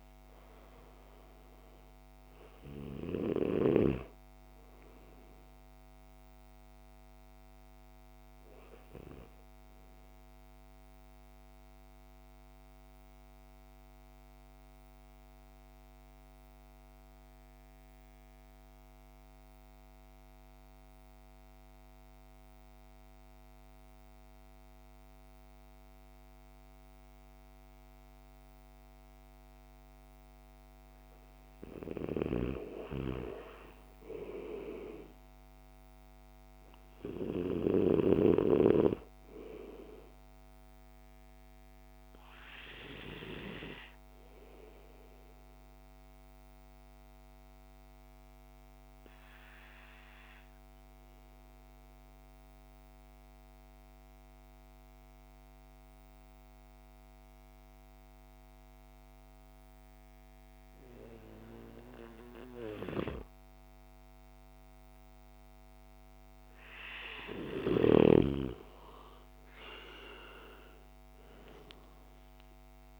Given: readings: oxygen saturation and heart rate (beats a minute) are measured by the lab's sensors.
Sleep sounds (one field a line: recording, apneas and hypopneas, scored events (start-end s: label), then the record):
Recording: breathing in sleep by a microphone on the trachea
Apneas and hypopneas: 2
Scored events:
0.00-26.00 s: oxygen desaturation (device-marked, oxygen 80% lowest, heart rate 51 extreme)
10.50-31.50 s: mixed apnea (oxygen 99% before, 80% lowest, heart rate 63 before, 51 extreme, up 8 after)
32.00-59.00 s: oxygen desaturation (device-marked, oxygen 99% before, 86% lowest, heart rate 52 before, 52 extreme)
34.00-37.50 s: arousal
40.50-66.00 s: obstructive apnea (oxygen 99% before, 84% lowest, heart rate 55 before, 52 extreme, up 12 after)
68.00-73.00 s: oxygen desaturation (device-marked, oxygen 98% before, 88% lowest, heart rate 54 before, 52 extreme)
68.50-71.00 s: arousal
From the record:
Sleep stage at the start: N2 (light sleep)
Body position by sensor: on the back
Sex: male